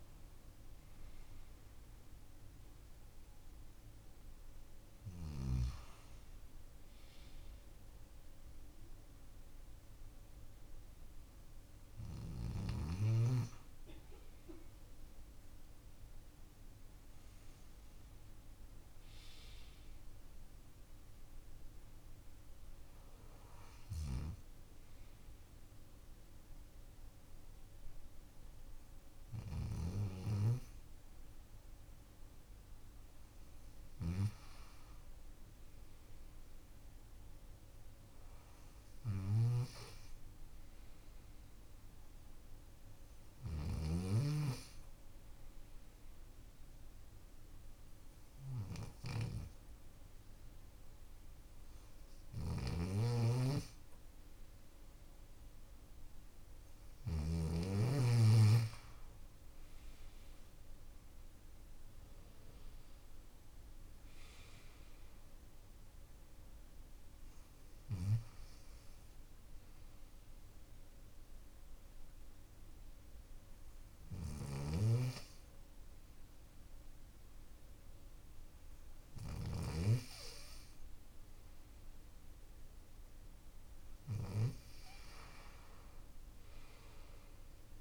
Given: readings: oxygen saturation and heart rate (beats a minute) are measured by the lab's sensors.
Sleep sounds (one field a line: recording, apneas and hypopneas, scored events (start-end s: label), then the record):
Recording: a person partly awake in a sleep study, by a room microphone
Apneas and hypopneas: 2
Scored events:
0.00-7.00 s: oxygen desaturation (device-marked, oxygen 93% lowest)
37.00-87.81 s: new sleep stage, N2 (light sleep)
38.50-43.00 s: snoring (device-marked)
42.00-54.00 s: hypopnea (oxygen 96% before, 93% lowest)
51.50-56.50 s: snoring (device-marked)
59.00-63.50 s: arousal
67.00-79.00 s: obstructive apnea (oxygen 95% before, 93% lowest)
73.50-79.00 s: snoring (device-marked)
82.00-86.50 s: arousal
From the record:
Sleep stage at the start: awake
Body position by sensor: on the left side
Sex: male